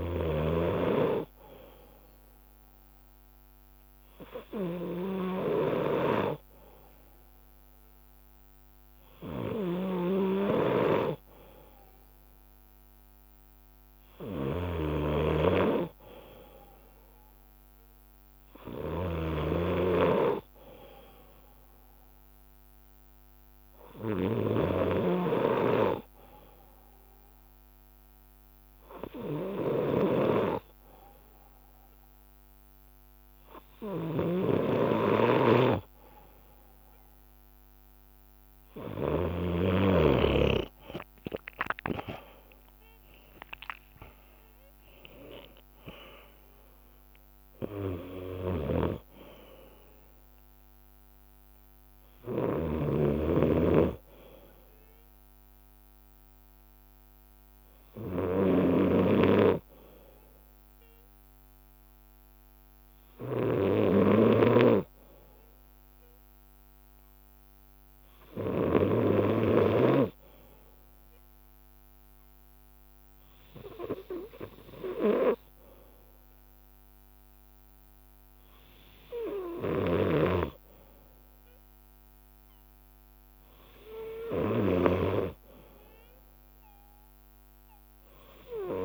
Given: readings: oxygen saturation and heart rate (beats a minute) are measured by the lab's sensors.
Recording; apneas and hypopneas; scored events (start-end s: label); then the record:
breathing in sleep by a microphone on the trachea; none
0.00-1.50 s: leg movement (device-marked)
1.00-4.00 s: bradycardia (device-marked, heart rate 60 before, 60 extreme)
5.00-10.50 s: leg movement (device-marked)
12.50-18.50 s: leg movement (device-marked)
15.00-19.50 s: snoring (device-marked)
16.00-18.00 s: bradycardia (device-marked, heart rate 60 before, 60 extreme)
19.00-27.00 s: bradycardia (device-marked, heart rate 60 before, 59 extreme)
23.00-25.50 s: leg movement (device-marked)
27.00-32.50 s: leg movement (device-marked)
34.50-39.00 s: leg movement (device-marked)
35.00-39.50 s: snoring (device-marked)
42.00-49.00 s: leg movement (device-marked)
42.00-54.00 s: drop in pulse transit time (device-marked, heart rate 60 before, 61 extreme)
52.00-54.00 s: leg movement (device-marked)
53.00-88.85 s: bradycardia (device-marked, heart rate 60 before, 57 extreme)
72.00-81.00 s: leg movement (device-marked)
From the record:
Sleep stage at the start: N2 (light sleep); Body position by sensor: on the left side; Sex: male